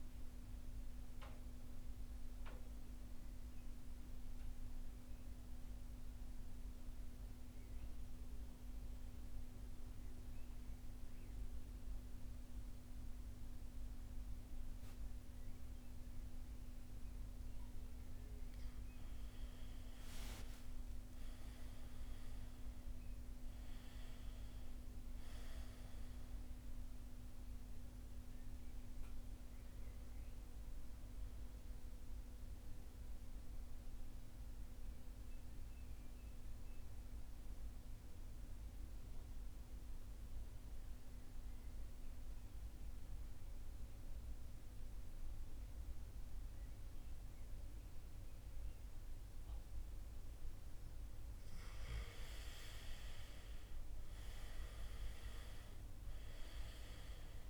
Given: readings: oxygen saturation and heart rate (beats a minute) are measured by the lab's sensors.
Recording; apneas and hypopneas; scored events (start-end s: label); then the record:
breathing in sleep, hard to hear, by a room microphone; 2
0.00-13.00 s: oxygen desaturation (device-marked, oxygen 89% lowest, heart rate 50 extreme)
0.50-18.00 s: mixed apnea (oxygen 98% before, 88% lowest, heart rate 60 before, 50 extreme, up 14 after)
19.00-23.00 s: arousal
26.00-47.00 s: oxygen desaturation (device-marked, oxygen 98% before, 92% lowest, heart rate 57 before, 50 extreme)
32.00-50.00 s: central apnea (oxygen 98% before, 88% lowest, heart rate 59 before, 50 extreme, up 10 after)
52.00-56.00 s: arousal
56.00-57.50 s: oxygen desaturation (device-marked, oxygen 98% before, 88% lowest, heart rate 53 before, 50 extreme)
From the record:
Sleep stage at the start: N2 (light sleep); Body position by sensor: on the back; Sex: male